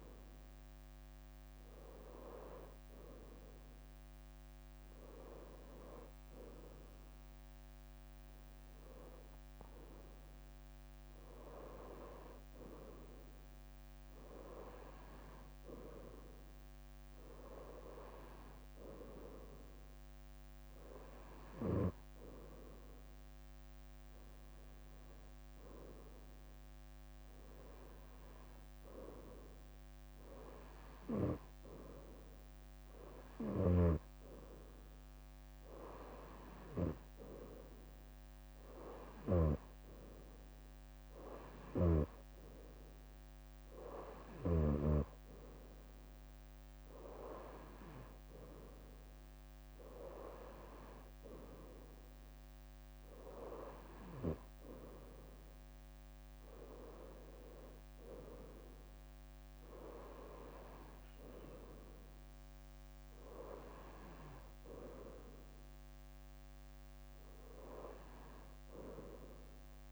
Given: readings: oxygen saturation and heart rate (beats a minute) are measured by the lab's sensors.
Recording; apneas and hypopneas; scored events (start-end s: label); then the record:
breathing in sleep by a microphone on the trachea; none
1.50-3.50 s: leg movement (device-marked)
4.50-7.00 s: leg movement (device-marked)
8.50-13.00 s: leg movement (device-marked)
14.00-16.00 s: leg movement (device-marked)
33.50-39.50 s: snoring (device-marked)
41.50-45.00 s: snoring (device-marked)
60.50-61.50 s: leg movement (device-marked)
63.00-65.50 s: leg movement (device-marked)
67.00-69.91 s: leg movement (device-marked)
From the record:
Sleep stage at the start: N2 (light sleep); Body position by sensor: on the right side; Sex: female